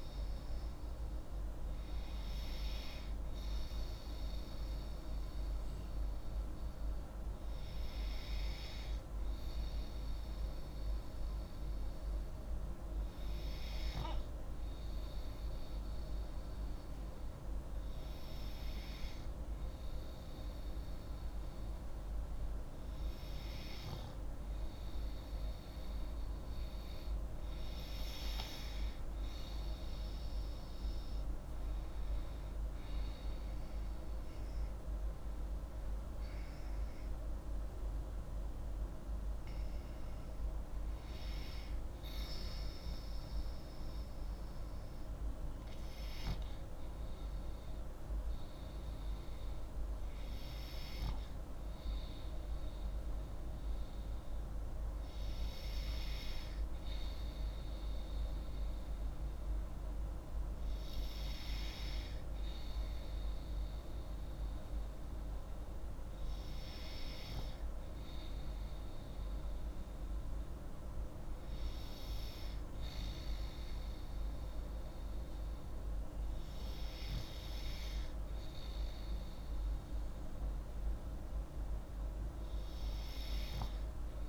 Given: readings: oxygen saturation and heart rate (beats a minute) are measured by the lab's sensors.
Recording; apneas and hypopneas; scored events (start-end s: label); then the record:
breathing in sleep, hard to hear, by a room microphone; 2
3.50-6.50 s: arousal
10.00-26.00 s: hypopnea (oxygen 95% before, 94% lowest)
31.00-34.50 s: arousal
46.00-60.50 s: hypopnea (oxygen 96% before, 94% lowest)
63.00-65.50 s: arousal
From the record:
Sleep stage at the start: N2 (light sleep); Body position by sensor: on the left side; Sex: female